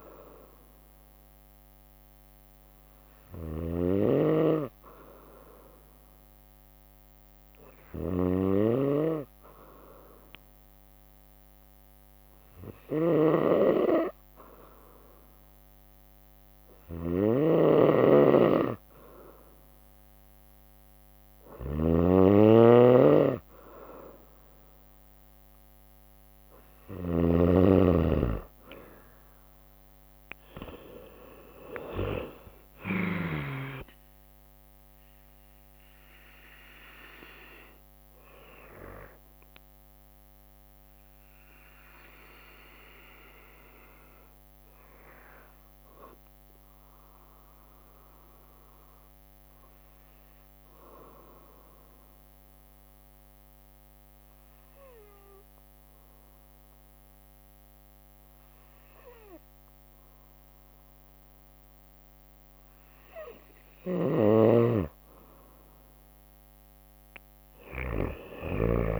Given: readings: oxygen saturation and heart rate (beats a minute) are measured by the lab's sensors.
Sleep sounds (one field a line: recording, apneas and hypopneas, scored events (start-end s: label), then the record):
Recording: breathing in sleep by a microphone on the trachea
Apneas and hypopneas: 2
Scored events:
0.00-33.00 s: snoring (device-marked)
7.00-21.00 s: hypopnea (oxygen 95% before, 92% lowest, heart rate 61 before, 61 extreme, up 1 after)
24.50-28.00 s: arousal
30.50-44.50 s: drop in pulse transit time (device-marked, heart rate 62 before, 61 extreme)
44.50-61.00 s: obstructive apnea (oxygen 94% before, 92% lowest, heart rate 64 before, 58 extreme, up 1 after)
61.50-69.00 s: bradycardia (device-marked, heart rate 61 before, 58 extreme)
63.00-68.50 s: snoring (device-marked)
From the record:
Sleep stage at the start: N2 (light sleep)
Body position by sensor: on the right side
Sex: female